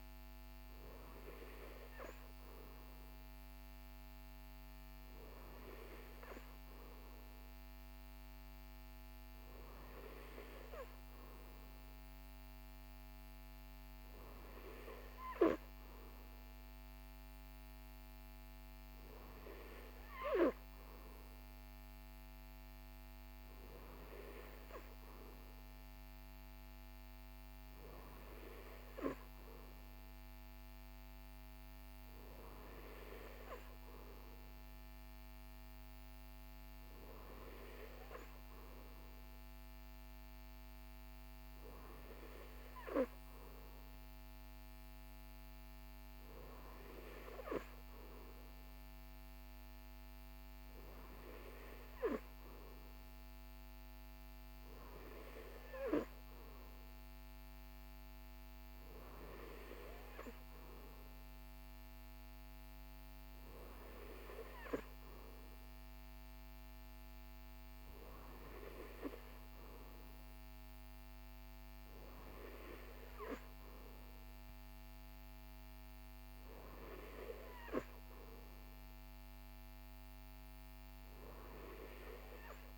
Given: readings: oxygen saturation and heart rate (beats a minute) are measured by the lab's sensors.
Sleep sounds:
breathing in sleep by a microphone on the trachea; none
none scored
From the record:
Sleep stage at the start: N3 (deep sleep); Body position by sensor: on the right side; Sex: male

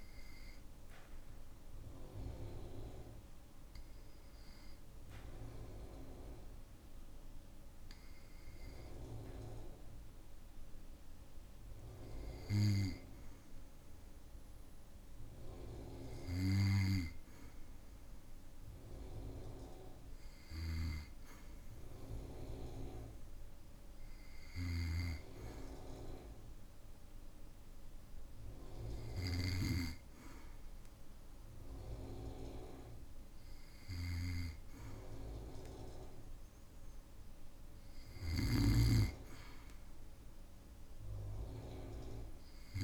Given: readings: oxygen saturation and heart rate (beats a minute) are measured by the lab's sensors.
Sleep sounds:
breathing in sleep by a room microphone; 1
0.00-7.50 s: oxygen desaturation (device-marked, oxygen 95% lowest, heart rate 56 extreme)
0.50-15.00 s: obstructive apnea (oxygen 99% before, 95% lowest, heart rate 58 before, 56 extreme, up 4 after)
18.00-22.00 s: arousal
24.50-29.50 s: snoring (device-marked)
38.00-42.84 s: snoring (device-marked)
From the record:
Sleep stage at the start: N2 (light sleep); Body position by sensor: on the back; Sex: male

